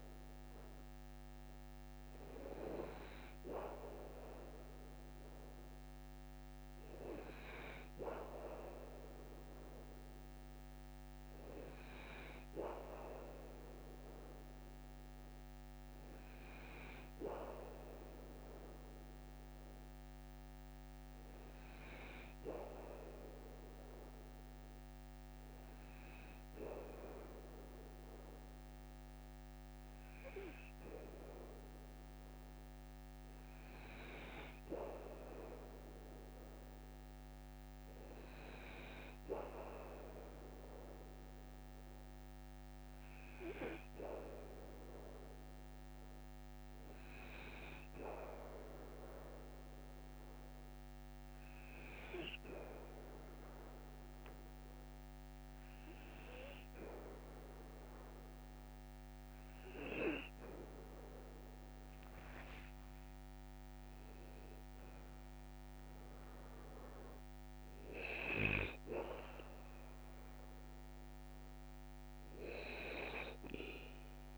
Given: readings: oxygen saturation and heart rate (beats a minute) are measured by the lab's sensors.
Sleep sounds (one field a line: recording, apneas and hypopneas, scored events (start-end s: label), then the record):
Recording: breathing in sleep by a microphone on the trachea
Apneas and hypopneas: none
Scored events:
61.00-65.50 s: arousal
From the record:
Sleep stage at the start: N2 (light sleep)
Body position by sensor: on the back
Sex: male